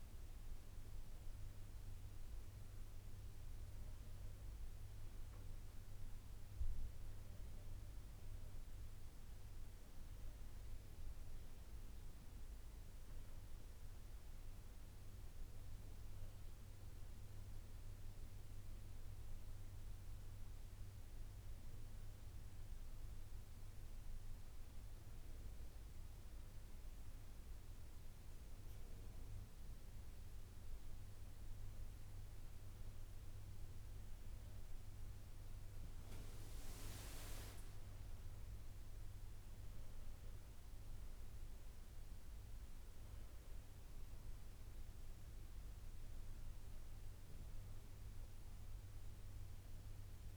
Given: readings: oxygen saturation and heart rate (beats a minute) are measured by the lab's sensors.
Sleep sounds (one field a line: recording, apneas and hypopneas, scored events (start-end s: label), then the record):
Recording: breathing in sleep, hard to hear, by a room microphone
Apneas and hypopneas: none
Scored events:
none scored
From the record:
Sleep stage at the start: N1 (lightest sleep)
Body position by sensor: on the back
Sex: male